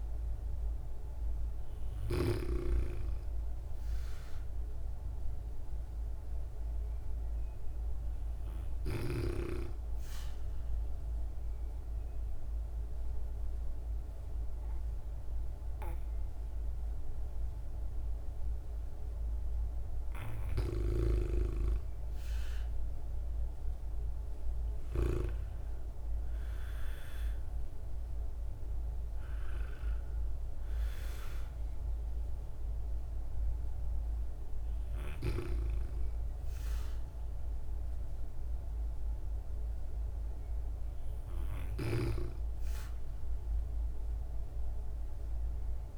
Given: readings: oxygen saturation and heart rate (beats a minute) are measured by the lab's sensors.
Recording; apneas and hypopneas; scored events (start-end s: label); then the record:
breathing in sleep by a room microphone; 1
2.00-5.50 s: arousal
9.50-20.00 s: obstructive apnea (oxygen 98% before, 95% lowest, heart rate 60 before, 55 extreme, up 3 after)
21.50-26.00 s: arousal
From the record:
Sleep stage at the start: REM sleep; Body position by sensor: on the back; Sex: female